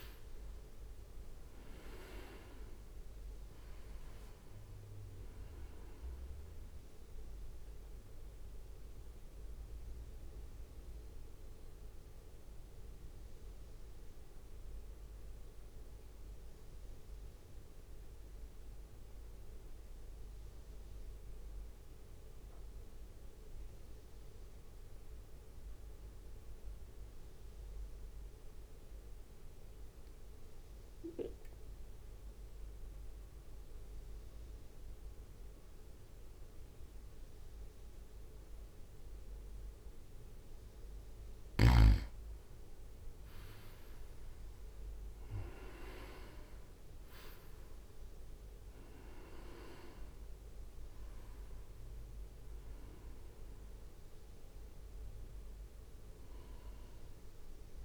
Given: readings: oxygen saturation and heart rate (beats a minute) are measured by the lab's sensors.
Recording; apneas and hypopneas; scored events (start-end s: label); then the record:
breathing in sleep by a room microphone; 1
0.00-1.50 s: arousal
0.00-23.50 s: oxygen desaturation (device-marked, oxygen 91% lowest, heart rate 56 extreme)
7.50-41.50 s: mixed apnea (oxygen 98% before, 88% lowest, heart rate 63 before, 56 extreme, up 8 after)
38.50-57.85 s: oxygen desaturation (device-marked, oxygen 97% before, 89% lowest, heart rate 62 before, 56 extreme)
45.50-50.00 s: arousal
48.50-57.85 s: drop in pulse transit time (device-marked, heart rate 61 before, 57 extreme)
From the record:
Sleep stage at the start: N2 (light sleep); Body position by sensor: on the right side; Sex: male